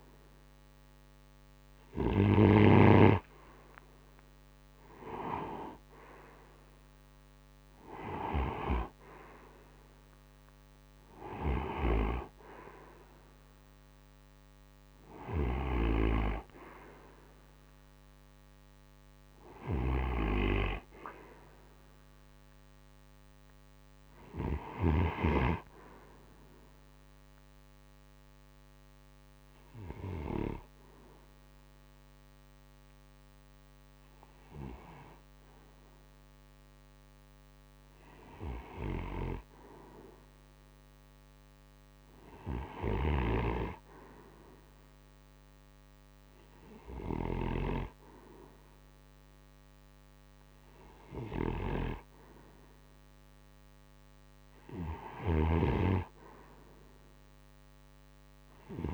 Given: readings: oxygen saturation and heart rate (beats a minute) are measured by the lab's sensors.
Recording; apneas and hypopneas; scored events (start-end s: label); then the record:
breathing in sleep by a microphone on the trachea; 1
0.00-2.00 s: snoring (device-marked)
0.00-2.50 s: arousal
0.00-2.50 s: oxygen desaturation (device-marked, oxygen 88% lowest, heart rate 37 extreme)
26.00-41.00 s: hypopnea (oxygen 90% before, 87% lowest, heart rate 58 before, 26 extreme, up 41 after)
43.50-48.50 s: arousal
45.50-58.94 s: new sleep stage, REM sleep
46.50-58.94 s: oxygen desaturation (device-marked, oxygen 94% before, 90% lowest, heart rate 40 before, 43 extreme)
54.00-58.50 s: snoring (device-marked)
From the record:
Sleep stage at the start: N2 (light sleep); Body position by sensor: on the right side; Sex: male